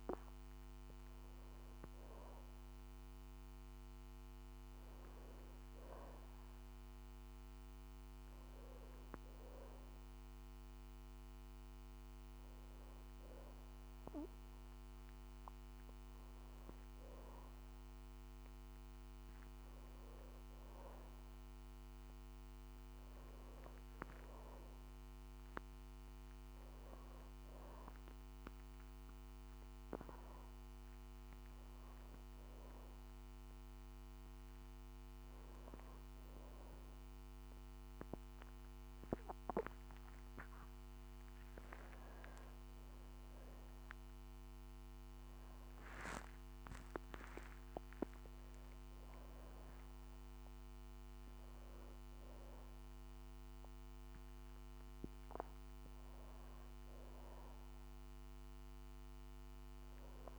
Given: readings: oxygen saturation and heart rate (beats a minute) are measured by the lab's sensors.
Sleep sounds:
a person awake in a sleep study, by a microphone on the trachea; none
51.00-60.39 s: new sleep stage, N1 (lightest sleep)
From the record:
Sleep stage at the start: awake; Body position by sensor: on the back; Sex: female

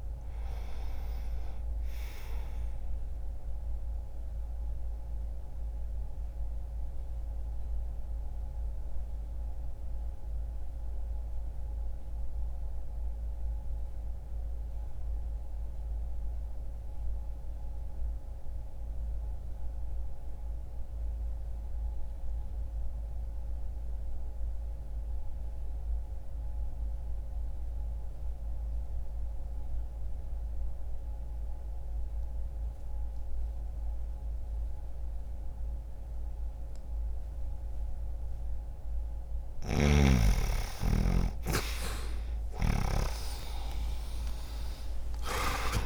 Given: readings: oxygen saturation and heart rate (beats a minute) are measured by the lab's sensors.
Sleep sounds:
breathing in sleep by a room microphone; 1
3.50-38.00 s: obstructive apnea (oxygen 98% before, 90% lowest, heart rate 61 before, 59 extreme, up 4 after)
18.50-29.50 s: oxygen desaturation (device-marked, oxygen 95% before, 90% lowest, heart rate 61 before, 59 extreme)
38.50-42.00 s: snoring (device-marked)
42.00-45.85 s: arousal
From the record:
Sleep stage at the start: N2 (light sleep); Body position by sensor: on the back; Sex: male

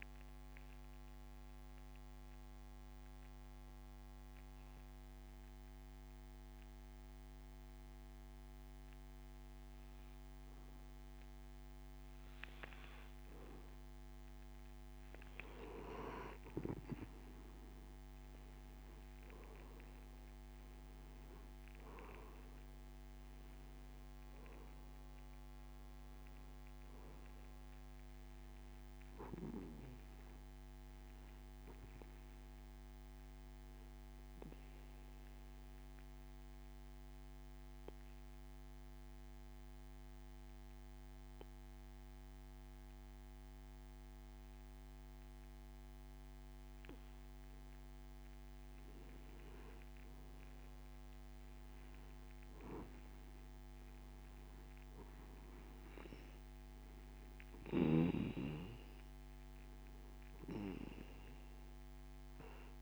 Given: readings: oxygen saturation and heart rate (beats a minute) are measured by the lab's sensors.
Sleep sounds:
breathing in sleep by a microphone on the trachea; 2
1.50-14.00 s: obstructive apnea (oxygen 93% before, 93% lowest)
17.50-21.50 s: arousal
23.00-31.00 s: oxygen desaturation (device-marked, oxygen 96% before, 93% lowest)
33.50-48.00 s: obstructive apnea (oxygen 96% before, 93% lowest)
51.00-54.50 s: arousal
From the record:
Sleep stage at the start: N2 (light sleep); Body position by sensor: on the back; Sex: male

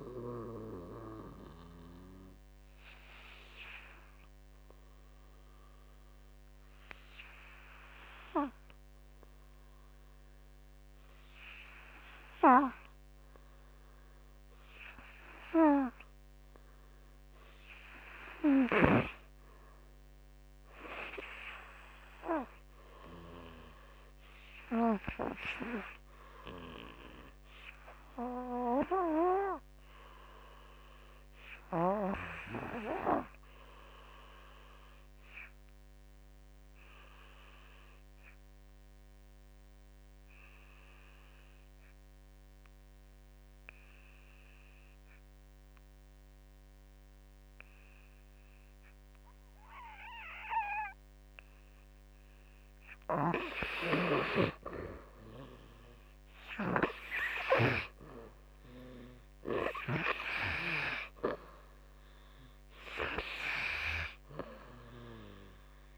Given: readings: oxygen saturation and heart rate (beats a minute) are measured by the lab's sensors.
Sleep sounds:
breathing in sleep by a microphone on the trachea; 2
0.00-3.00 s: drop in pulse transit time (device-marked, heart rate 63 extreme)
0.00-14.00 s: oxygen desaturation (device-marked, oxygen 81% lowest, heart rate 54 extreme)
4.00-15.50 s: obstructive apnea (oxygen 94% before, 82% lowest, heart rate 70 before, 53 extreme, up 11 after)
19.00-41.00 s: oxygen desaturation (device-marked, oxygen 100% before, 87% lowest, heart rate 62 before, 52 extreme)
19.50-23.00 s: arousal
25.50-52.50 s: obstructive apnea (oxygen 100% before, 82% lowest, heart rate 62 before, 52 extreme, up 17 after)
48.00-65.98 s: oxygen desaturation (device-marked, oxygen 91% before, 82% lowest, heart rate 56 before, 54 extreme)
54.50-58.50 s: arousal
57.00-65.98 s: drop in pulse transit time (device-marked, heart rate 58 before, 65 extreme)
From the record:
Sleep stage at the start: N2 (light sleep); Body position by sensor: on the back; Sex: male

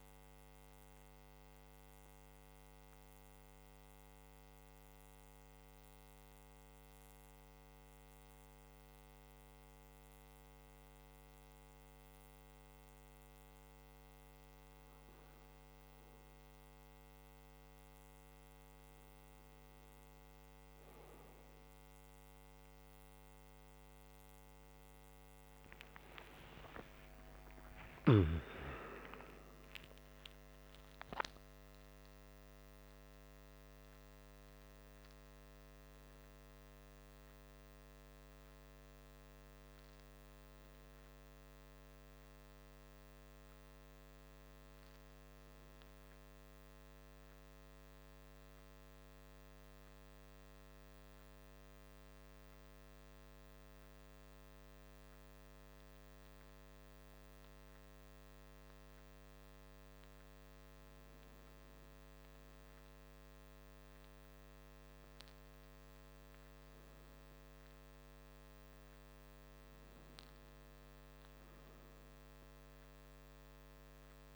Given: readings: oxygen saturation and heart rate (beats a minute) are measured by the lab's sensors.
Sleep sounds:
breathing in sleep, hard to hear, by a microphone on the trachea; 2
2.00-16.50 s: central apnea (oxygen 98% before, 95% lowest, heart rate 52 before, 44 extreme, up 6 after)
21.50-41.50 s: oxygen desaturation (device-marked, oxygen 99% before, 96% lowest, heart rate 47 before, 46 extreme)
26.00-30.50 s: arousal
48.50-61.00 s: obstructive apnea (oxygen 99% before, 95% lowest, heart rate 83 before, 46 extreme, up 11 after)
58.50-74.36 s: new sleep stage, N2 (light sleep)
63.00-66.50 s: arousal
From the record:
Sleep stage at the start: N1 (lightest sleep); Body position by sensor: on the back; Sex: male

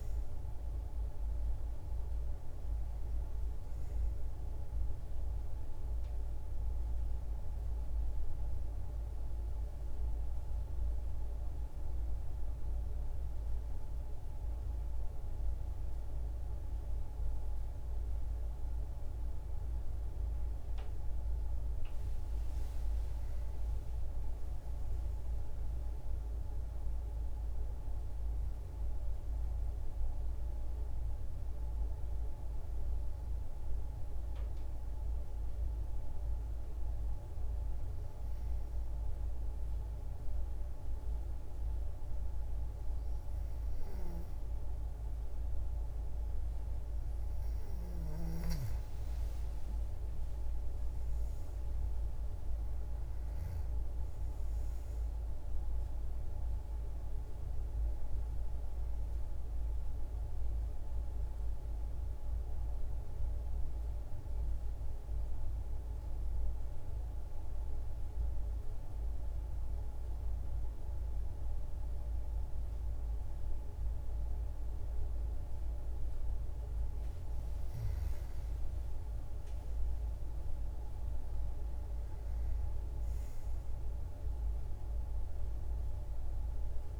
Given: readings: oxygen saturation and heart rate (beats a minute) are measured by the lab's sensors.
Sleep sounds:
breathing in sleep, hard to hear, by a room microphone; 3
4.00-22.00 s: oxygen desaturation (device-marked, oxygen 97% before, 91% lowest, heart rate 60 before, 65 extreme)
6.50-21.50 s: hypopnea (oxygen 97% before, 91% lowest, heart rate 61 before, 65 extreme, up 33 after)
23.50-27.50 s: arousal
31.00-45.50 s: obstructive apnea (oxygen 97% before, 92% lowest, heart rate 98 before, 53 extreme, up 14 after)
49.50-54.00 s: arousal
55.00-76.00 s: oxygen desaturation (device-marked, oxygen 96% before, 92% lowest, heart rate 74 before, 52 extreme)
63.50-76.00 s: hypopnea (oxygen 96% before, 92% lowest, heart rate 67 before, 52 extreme, up 44 after)
78.50-82.00 s: arousal
From the record:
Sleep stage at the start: N2 (light sleep); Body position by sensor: on the back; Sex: female

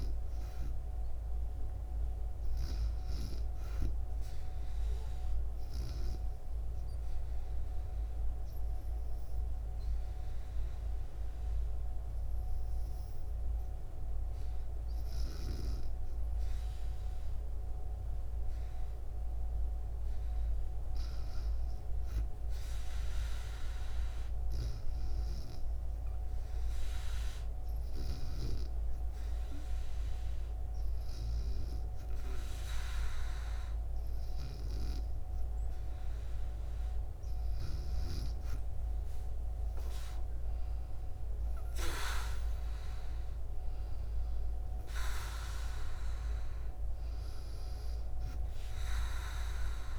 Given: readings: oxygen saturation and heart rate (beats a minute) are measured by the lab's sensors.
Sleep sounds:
breathing in sleep by a room microphone; 1
6.50-18.50 s: obstructive apnea (oxygen 97% before, 95% lowest, heart rate 73 before, 70 extreme, up 4 after)
24.00-28.50 s: arousal
From the record:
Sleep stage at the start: REM sleep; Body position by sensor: on the back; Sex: female

